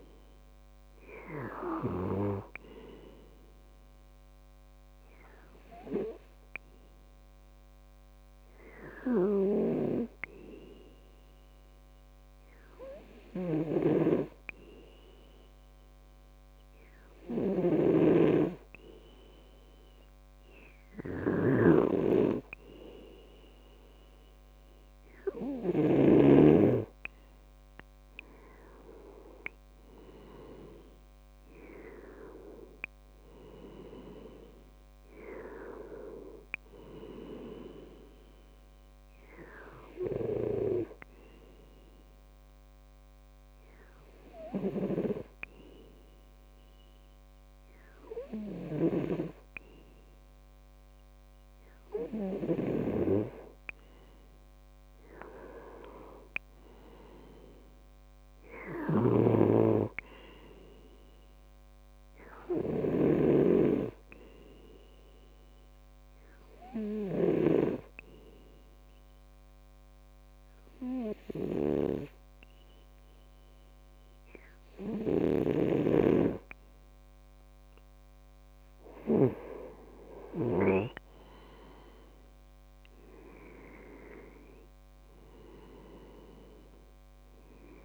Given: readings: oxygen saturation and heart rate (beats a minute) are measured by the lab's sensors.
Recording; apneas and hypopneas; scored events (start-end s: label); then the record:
breathing in sleep by a microphone on the trachea; 3
10.50-21.50 s: hypopnea (oxygen 97% before, 94% lowest, heart rate 67 before, 66 extreme, up 2 after)
29.00-32.50 s: arousal
42.00-53.50 s: hypopnea (oxygen 97% before, 94% lowest, heart rate 69 before, 65 extreme, up 5 after)
55.00-58.50 s: arousal
68.00-78.00 s: obstructive apnea (oxygen 97% before, 94% lowest, heart rate 68 before, 66 extreme, up 7 after)
82.50-86.00 s: arousal
From the record:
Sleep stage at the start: N2 (light sleep); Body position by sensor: on the left side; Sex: male